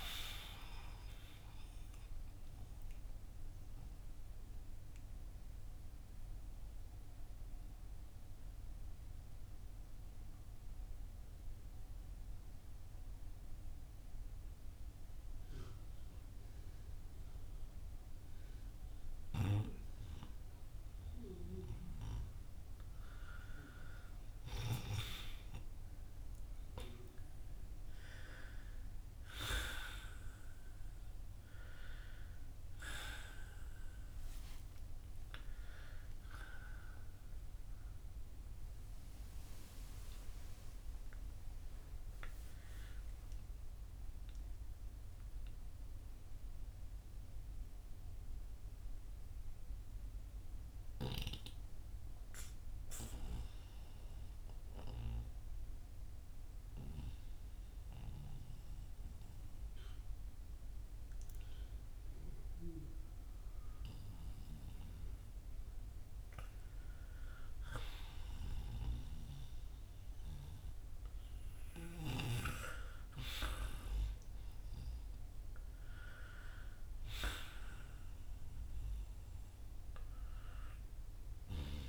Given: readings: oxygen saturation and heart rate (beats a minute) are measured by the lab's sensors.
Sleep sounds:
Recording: breathing in sleep by a room microphone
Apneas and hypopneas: 2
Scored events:
5.50-23.50 s: obstructive apnea (oxygen 97% before, 91% lowest, heart rate 73 before, 55 extreme, up 25 after)
24.50-28.00 s: arousal
29.00-42.00 s: oxygen desaturation (device-marked, oxygen 97% before, 94% lowest, heart rate 61 before, 54 extreme)
42.00-66.50 s: obstructive apnea (oxygen 97% before, 91% lowest, heart rate 85 before, 53 extreme, up 5 after)
47.00-65.00 s: oxygen desaturation (device-marked, oxygen 95% before, 91% lowest, heart rate 87 before, 55 extreme)
72.00-76.00 s: arousal
From the record:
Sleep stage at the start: N2 (light sleep)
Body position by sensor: on the right side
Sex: male

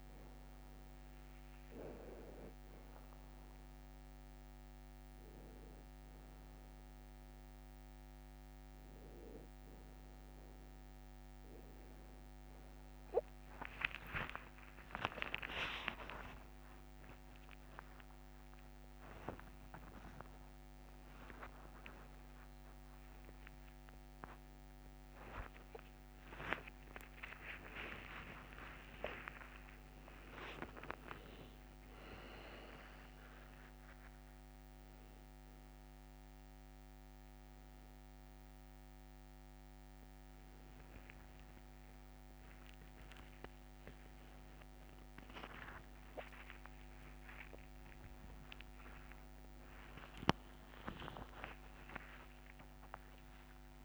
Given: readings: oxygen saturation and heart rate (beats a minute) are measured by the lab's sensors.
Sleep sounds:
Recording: a person awake in a sleep study, by a microphone on the trachea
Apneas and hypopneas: none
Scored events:
0.00-1.50 s: long interval between heartbeats (device-marked, heart rate 102 extreme)
0.00-4.00 s: oxygen desaturation (device-marked, oxygen 95% lowest, heart rate 59 extreme)
9.00-53.85 s: new sleep stage, awake
12.00-18.00 s: tachycardia (device-marked, heart rate 64 before, 137 extreme)
14.00-16.00 s: long interval between heartbeats (device-marked, heart rate 78 before, 95 extreme)
16.50-18.50 s: long interval between heartbeats (device-marked, heart rate 82 before, 135 extreme)
22.00-24.00 s: long interval between heartbeats (device-marked, heart rate 91 before, 74 extreme)
24.00-35.00 s: tachycardia (device-marked)
25.50-27.50 s: long interval between heartbeats (device-marked, heart rate 88 before, 79 extreme)
29.50-31.50 s: long interval between heartbeats (device-marked, heart rate 95 before, 163 extreme)
32.00-34.00 s: long interval between heartbeats (device-marked, heart rate 114 before, 220 extreme)
34.50-36.50 s: long interval between heartbeats (device-marked, heart rate 129 before, 199 extreme)
43.00-53.85 s: tachycardia (device-marked, heart rate 67 before, 139 extreme)
43.50-45.50 s: long interval between heartbeats (device-marked, heart rate 132 before, 79 extreme)
45.50-47.50 s: long interval between heartbeats (device-marked, heart rate 133 before, 96 extreme)
49.00-51.00 s: long interval between heartbeats (device-marked, heart rate 137 before, 126 extreme)
52.00-53.85 s: long interval between heartbeats (device-marked, heart rate 129 before, 128 extreme)
From the record:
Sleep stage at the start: N2 (light sleep)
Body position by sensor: on the back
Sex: male

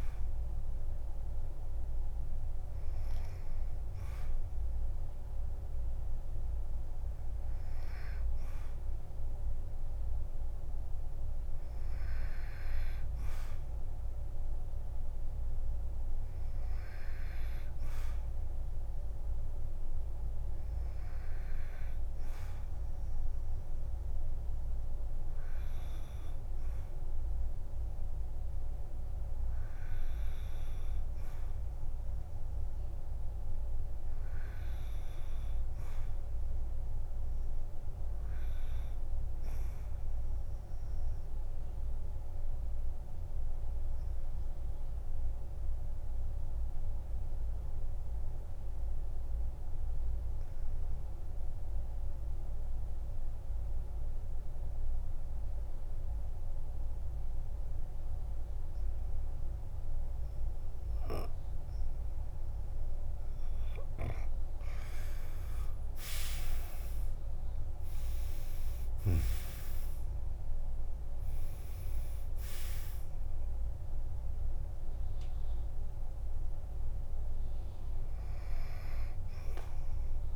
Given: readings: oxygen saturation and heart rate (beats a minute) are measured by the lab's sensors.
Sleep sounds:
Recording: breathing in sleep, hard to hear, by a room microphone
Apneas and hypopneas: 1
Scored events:
43.50-60.00 s: obstructive apnea (oxygen 95% before, 83% lowest, heart rate 55 before, 53 extreme, up 14 after)
62.00-65.50 s: arousal
65.00-80.35 s: oxygen desaturation (device-marked, oxygen 94% before, 83% lowest, heart rate 56 before, 54 extreme)
From the record:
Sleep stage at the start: N2 (light sleep)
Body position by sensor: on the back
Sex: male

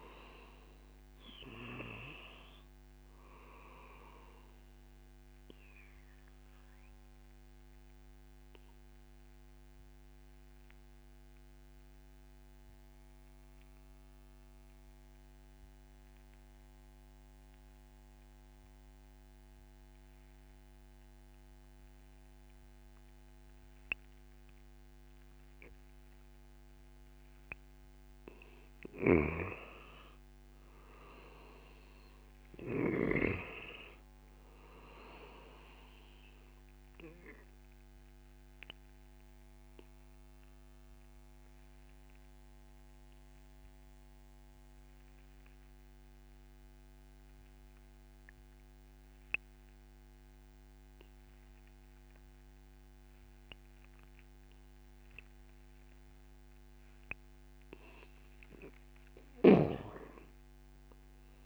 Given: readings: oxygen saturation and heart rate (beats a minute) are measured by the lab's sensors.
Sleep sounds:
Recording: breathing in sleep by a microphone on the trachea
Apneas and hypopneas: 2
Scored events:
0.00-18.00 s: oxygen desaturation (device-marked, oxygen 90% lowest)
6.00-25.50 s: obstructive apnea (oxygen 96% before, 90% lowest)
29.00-32.00 s: arousal
36.00-54.00 s: oxygen desaturation (device-marked, oxygen 95% before, 91% lowest)
38.50-56.50 s: obstructive apnea (oxygen 96% before, 89% lowest)
58.50-61.46 s: arousal
From the record:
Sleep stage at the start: N2 (light sleep)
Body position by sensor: on the back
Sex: male

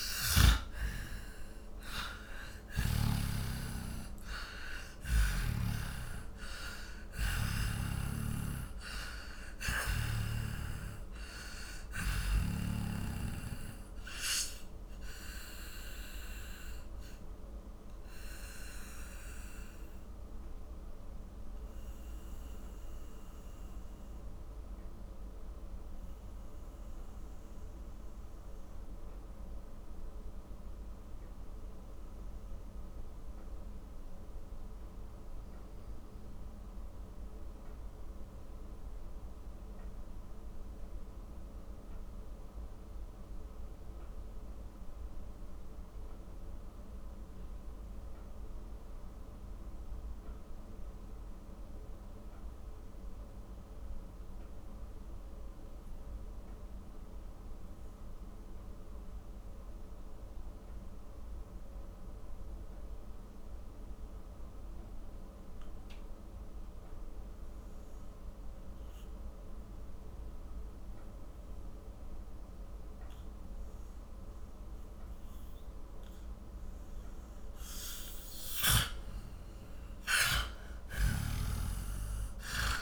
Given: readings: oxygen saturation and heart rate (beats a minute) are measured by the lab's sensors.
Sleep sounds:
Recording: breathing in sleep by a room microphone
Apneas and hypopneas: 1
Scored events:
0.00-1.50 s: arousal
0.00-42.00 s: oxygen desaturation (device-marked, oxygen 80% lowest, heart rate 40 extreme)
15.00-77.50 s: mixed apnea (oxygen 97% before, 80% lowest, heart rate 66 before, 42 extreme, up 12 after)
73.00-82.81 s: oxygen desaturation (device-marked, oxygen 98% before, 81% lowest, heart rate 54 before, 39 extreme)
78.50-82.81 s: arousal
From the record:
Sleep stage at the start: N2 (light sleep)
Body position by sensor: on the back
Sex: male

